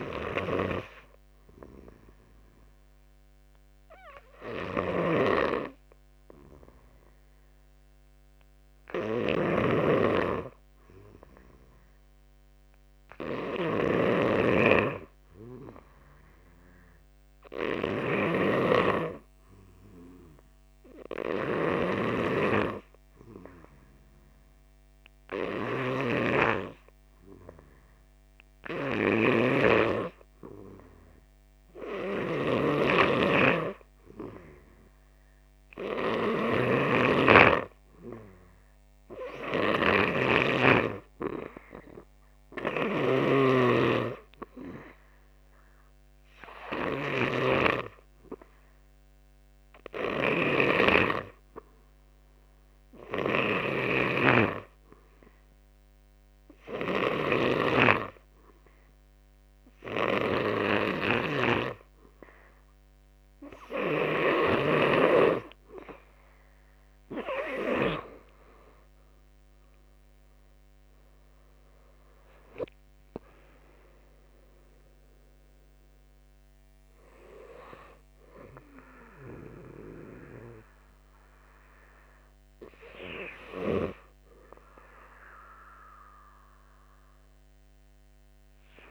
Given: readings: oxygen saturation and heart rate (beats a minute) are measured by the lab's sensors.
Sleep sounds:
breathing in sleep by a microphone on the trachea; 1
0.00-7.50 s: oxygen desaturation (device-marked, oxygen 92% lowest, heart rate 52 extreme)
0.00-64.50 s: snoring (device-marked)
1.50-62.50 s: obstructive apnea (oxygen 97% before, 87% lowest, heart rate 53 before, 51 extreme, up 13 after)
13.50-51.50 s: oxygen desaturation (device-marked, oxygen 94% before, 87% lowest, heart rate 57 before, 55 extreme)
58.50-71.50 s: oxygen desaturation (device-marked, oxygen 91% before, 87% lowest, heart rate 63 before, 51 extreme)
68.00-72.00 s: arousal
70.50-83.50 s: drop in pulse transit time (device-marked, heart rate 63 before, 53 extreme)
From the record:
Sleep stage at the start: N2 (light sleep); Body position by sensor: on the back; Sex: male

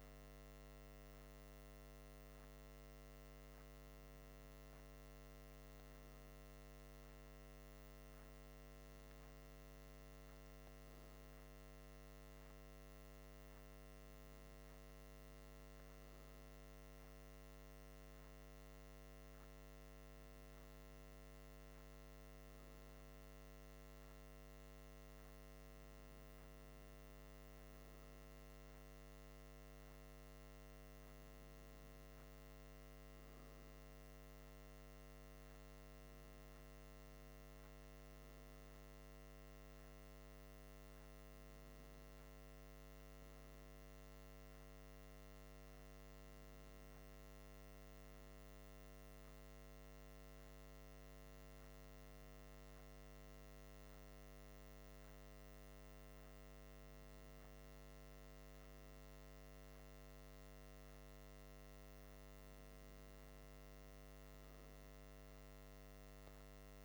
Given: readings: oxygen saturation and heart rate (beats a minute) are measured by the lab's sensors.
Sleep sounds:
breathing in sleep, hard to hear, by a microphone on the trachea; none
none scored
From the record:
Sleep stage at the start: N2 (light sleep); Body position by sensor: on the back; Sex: male

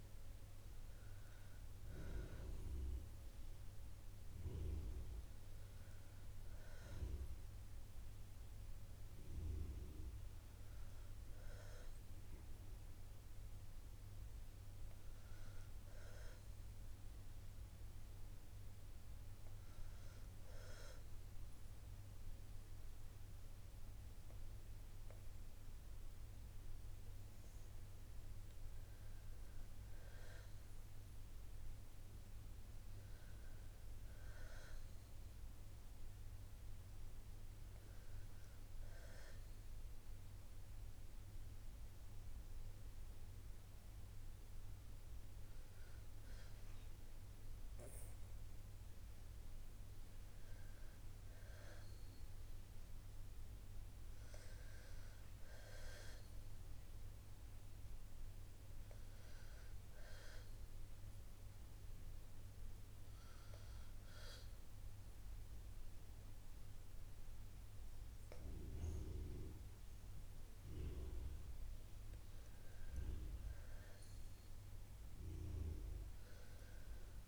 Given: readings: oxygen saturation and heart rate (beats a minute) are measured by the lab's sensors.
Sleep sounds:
breathing in sleep by a room microphone; 1
39.00-49.50 s: obstructive apnea (oxygen 95% before, 90% lowest, heart rate 61 before, 59 extreme, up 1 after)
51.00-55.00 s: arousal
57.00-69.00 s: oxygen desaturation (device-marked, oxygen 95% before, 91% lowest, heart rate 60 before, 59 extreme)
From the record:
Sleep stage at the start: N2 (light sleep); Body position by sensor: on the back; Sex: female

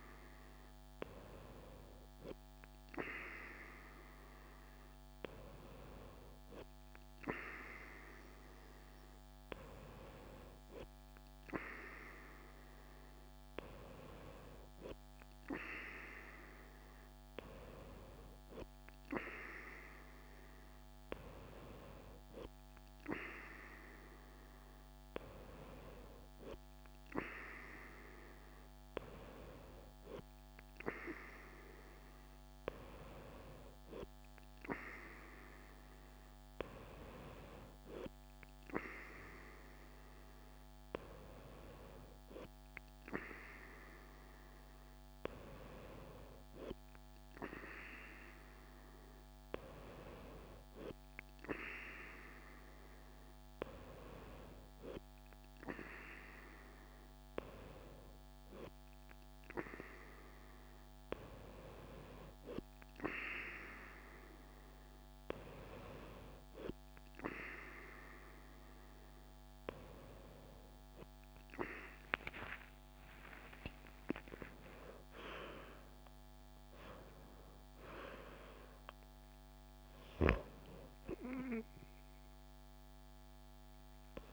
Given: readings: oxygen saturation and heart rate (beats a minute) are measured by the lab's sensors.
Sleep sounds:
breathing in sleep by a microphone on the trachea; none
72.50-76.50 s: arousal
From the record:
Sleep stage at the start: N2 (light sleep); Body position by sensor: on the right side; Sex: female

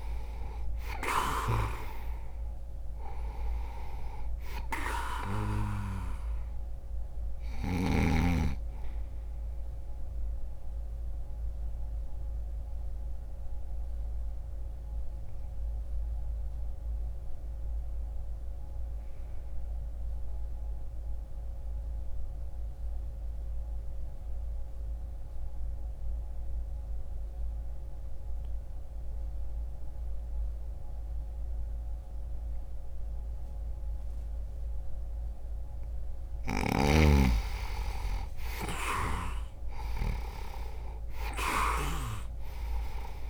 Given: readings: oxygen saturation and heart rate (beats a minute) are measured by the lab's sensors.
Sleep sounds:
breathing in sleep by a room microphone; 1
2.00-14.00 s: oxygen desaturation (device-marked, oxygen 97% before, 93% lowest)
9.50-35.50 s: obstructive apnea (oxygen 98% before, 84% lowest)
16.00-31.00 s: oxygen desaturation (device-marked, oxygen 94% before, 85% lowest)
37.00-41.00 s: arousal
From the record:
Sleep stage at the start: N2 (light sleep); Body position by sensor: on the back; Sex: male

